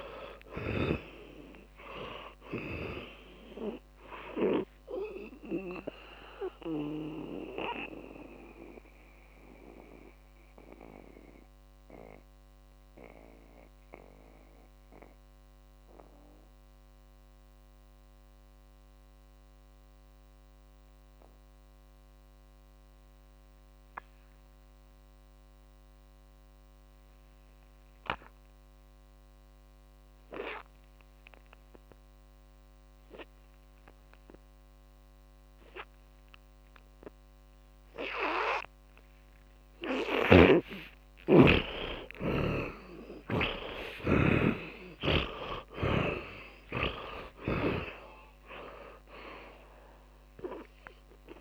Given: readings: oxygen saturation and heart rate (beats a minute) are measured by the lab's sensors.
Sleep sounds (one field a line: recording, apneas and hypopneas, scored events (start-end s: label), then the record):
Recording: breathing in sleep by a microphone on the trachea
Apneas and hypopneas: 1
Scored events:
0.50-30.50 s: oxygen desaturation (device-marked, oxygen 97% before, 78% lowest, heart rate 56 before, 48 extreme)
6.50-40.50 s: mixed apnea (oxygen 100% before, 76% lowest, heart rate 64 before, 48 extreme, up 31 after)
32.50-51.41 s: oxygen desaturation (device-marked, oxygen 100% before, 76% lowest, heart rate 59 before, 48 extreme)
42.00-48.50 s: arousal
From the record:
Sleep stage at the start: N2 (light sleep)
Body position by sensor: on the back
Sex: male